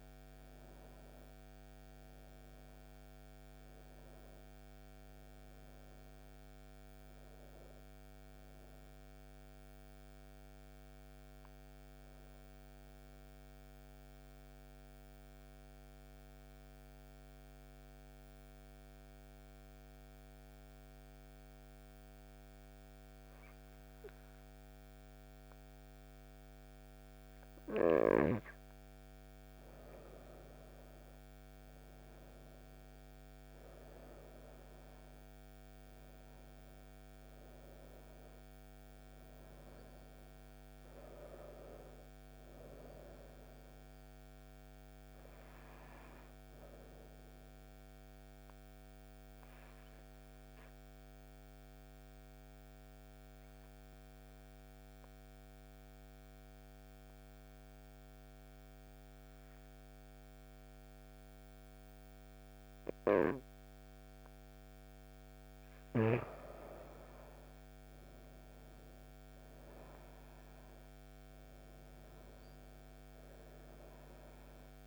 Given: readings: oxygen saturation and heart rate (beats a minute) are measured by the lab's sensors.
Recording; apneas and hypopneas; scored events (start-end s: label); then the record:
breathing in sleep, hard to hear, by a microphone on the trachea; 2
0.00-10.00 s: oxygen desaturation (device-marked, oxygen 90% lowest)
12.50-26.50 s: mixed apnea (oxygen 97% before, 92% lowest)
30.00-45.00 s: oxygen desaturation (device-marked, oxygen 97% before, 92% lowest)
30.50-35.00 s: arousal
50.50-65.00 s: mixed apnea (oxygen 97% before, 91% lowest)
67.50-71.50 s: arousal
69.00-74.87 s: oxygen desaturation (device-marked, oxygen 96% before, 92% lowest)
From the record:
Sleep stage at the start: N2 (light sleep); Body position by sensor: on the right side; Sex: female